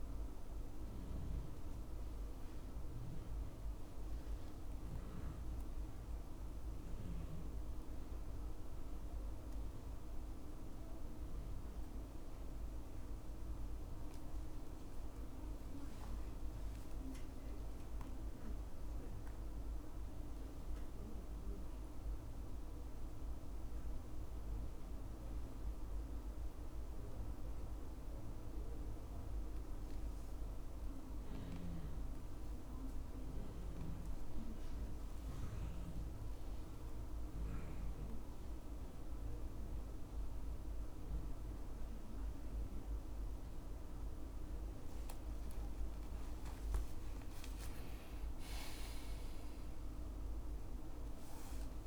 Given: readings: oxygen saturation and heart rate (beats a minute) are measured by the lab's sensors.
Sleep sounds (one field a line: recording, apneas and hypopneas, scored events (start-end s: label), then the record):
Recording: a person awake in a sleep study, hard to hear, by a room microphone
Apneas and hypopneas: none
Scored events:
none scored
From the record:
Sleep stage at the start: awake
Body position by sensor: on the back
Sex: male